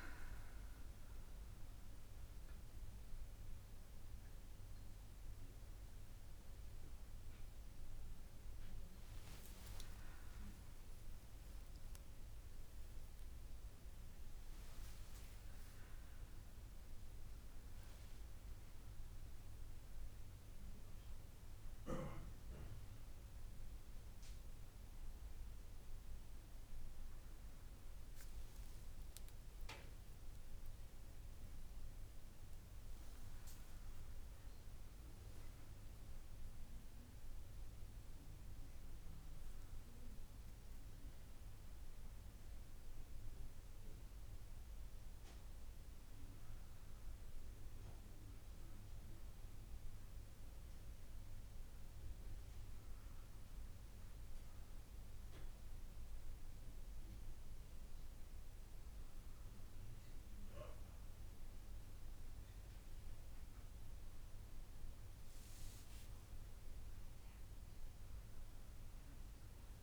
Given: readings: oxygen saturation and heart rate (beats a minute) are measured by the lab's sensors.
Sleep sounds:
a person awake in a sleep study, hard to hear, by a room microphone; none
45.50-69.83 s: new sleep stage, N1 (lightest sleep)
From the record:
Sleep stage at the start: awake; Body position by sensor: on the back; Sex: female

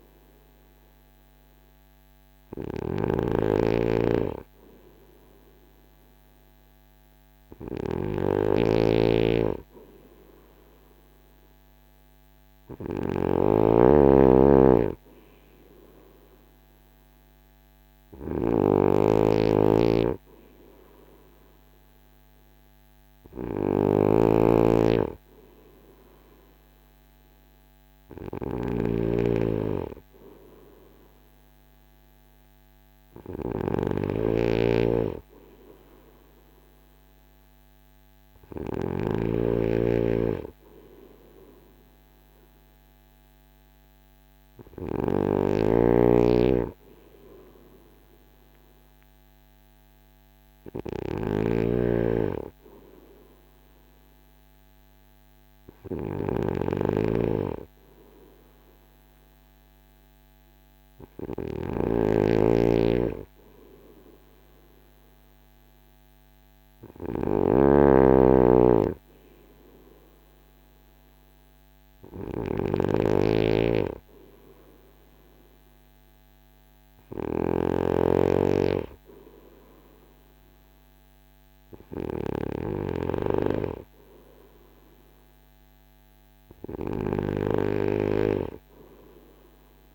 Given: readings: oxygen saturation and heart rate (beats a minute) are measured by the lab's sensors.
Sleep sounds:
breathing in sleep by a microphone on the trachea; none
0.00-39.00 s: snoring (device-marked)
45.00-89.95 s: snoring (device-marked)
From the record:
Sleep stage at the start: N2 (light sleep); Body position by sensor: on the front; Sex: male

